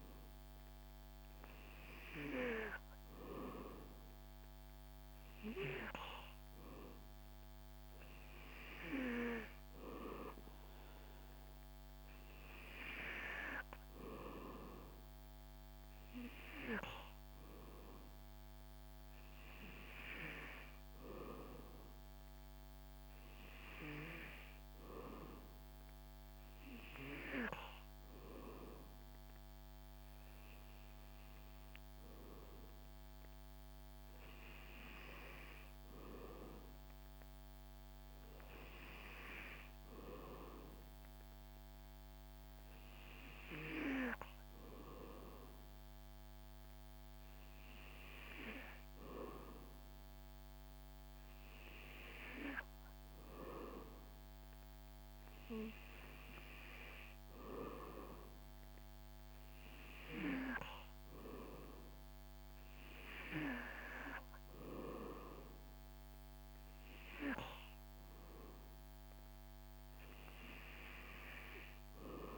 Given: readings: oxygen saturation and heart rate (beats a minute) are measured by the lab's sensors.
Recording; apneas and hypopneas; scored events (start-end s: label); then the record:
breathing in sleep by a microphone on the trachea; none
4.50-72.38 s: new sleep stage, N3 (deep sleep)
From the record:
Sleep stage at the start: N2 (light sleep); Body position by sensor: on the back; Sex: male